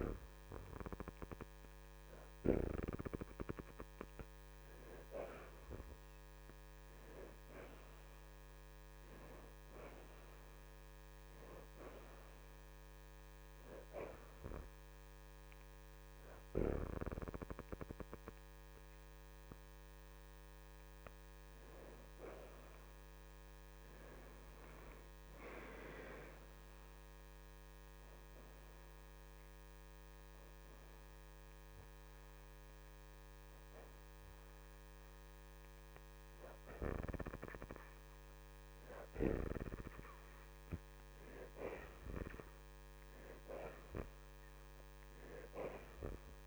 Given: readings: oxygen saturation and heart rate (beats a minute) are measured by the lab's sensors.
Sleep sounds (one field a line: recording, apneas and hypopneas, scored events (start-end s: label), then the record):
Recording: breathing in sleep by a microphone on the trachea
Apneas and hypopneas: 1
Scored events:
2.00-19.00 s: oxygen desaturation (device-marked, oxygen 65% before, 60% lowest)
21.50-25.00 s: arousal
26.50-38.50 s: hypopnea (oxygen 72% before, 60% lowest)
32.00-44.00 s: oxygen desaturation (device-marked, oxygen 71% before, 65% lowest)
45.00-46.47 s: arousal
From the record:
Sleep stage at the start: N2 (light sleep)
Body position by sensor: on the back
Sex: female